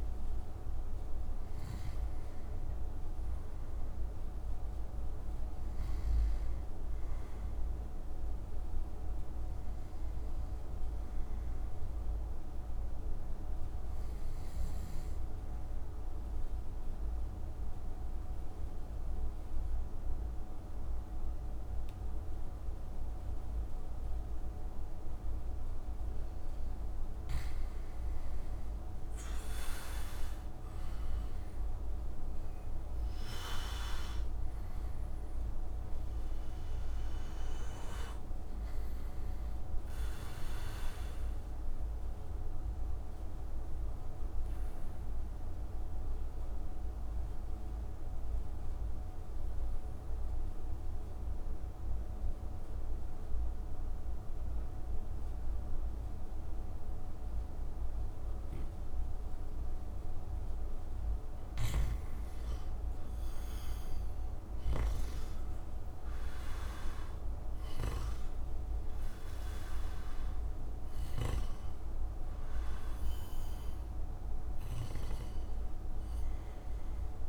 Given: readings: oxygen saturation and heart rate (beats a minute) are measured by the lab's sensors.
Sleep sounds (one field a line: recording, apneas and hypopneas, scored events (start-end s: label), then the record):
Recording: breathing in sleep, hard to hear, by a room microphone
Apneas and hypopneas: 2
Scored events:
0.00-3.50 s: arousal
11.00-25.50 s: obstructive apnea (oxygen 99% before, 88% lowest)
27.50-32.50 s: arousal
31.50-56.50 s: oxygen desaturation (device-marked, oxygen 95% before, 88% lowest)
40.50-60.00 s: obstructive apnea (oxygen 95% before, 88% lowest)
62.50-68.00 s: arousal
65.50-71.50 s: oxygen desaturation (device-marked, oxygen 98% before, 94% lowest)
From the record:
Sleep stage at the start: N2 (light sleep)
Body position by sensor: on the back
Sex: male